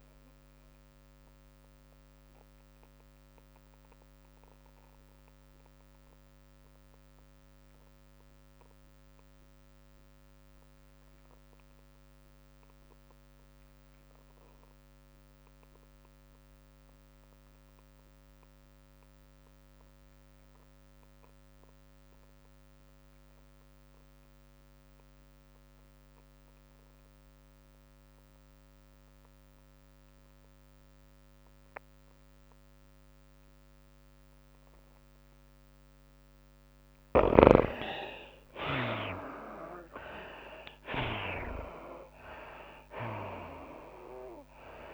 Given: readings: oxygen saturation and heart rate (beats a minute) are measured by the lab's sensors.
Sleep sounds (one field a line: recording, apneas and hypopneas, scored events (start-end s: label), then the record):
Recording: breathing in sleep by a microphone on the trachea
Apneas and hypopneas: 1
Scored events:
0.00-8.50 s: drop in pulse transit time (device-marked, heart rate 110 extreme)
0.00-10.50 s: oxygen desaturation (device-marked, oxygen 62% lowest, heart rate 93 extreme)
0.00-22.50 s: tachycardia (device-marked, heart rate 119 extreme)
1.50-36.00 s: obstructive apnea (oxygen 89% before, 62% lowest, heart rate 106 before, 83 extreme, up 19 after)
12.50-44.94 s: oxygen desaturation (device-marked, oxygen 98% before, 62% lowest, heart rate 113 before, 83 extreme)
33.50-35.50 s: long interval between heartbeats (device-marked, heart rate 101 before, 83 extreme)
38.50-43.00 s: arousal
40.50-44.94 s: tachycardia (device-marked, heart rate 106 before, 117 extreme)
41.00-43.00 s: long interval between heartbeats (device-marked, heart rate 95 before, 92 extreme)
41.50-44.94 s: drop in pulse transit time (device-marked, heart rate 94 before, 95 extreme)
From the record:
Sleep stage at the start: N2 (light sleep)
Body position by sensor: on the back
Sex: female